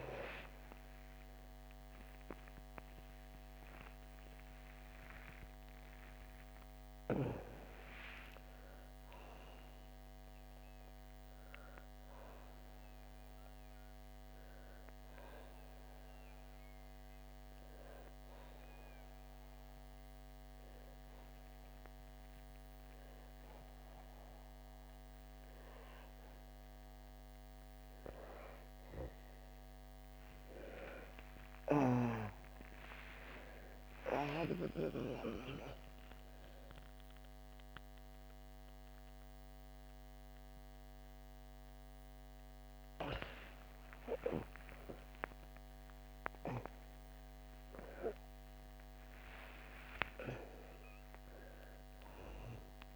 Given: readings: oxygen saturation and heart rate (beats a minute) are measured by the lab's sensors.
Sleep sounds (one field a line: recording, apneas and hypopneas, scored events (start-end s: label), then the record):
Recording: breathing in sleep by a microphone on the trachea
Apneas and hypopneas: 1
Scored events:
0.00-15.00 s: oxygen desaturation (device-marked, oxygen 81% lowest, heart rate 61 extreme)
16.00-28.00 s: obstructive apnea (oxygen 98% before, 92% lowest, heart rate 85 before, 66 extreme, up 12 after)
30.50-34.50 s: arousal
34.00-52.96 s: oxygen desaturation (device-marked, oxygen 97% before, 92% lowest, heart rate 67 before, 66 extreme)
35.00-52.96 s: new sleep stage, N1 (lightest sleep)
From the record:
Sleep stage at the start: N2 (light sleep)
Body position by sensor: on the back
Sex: female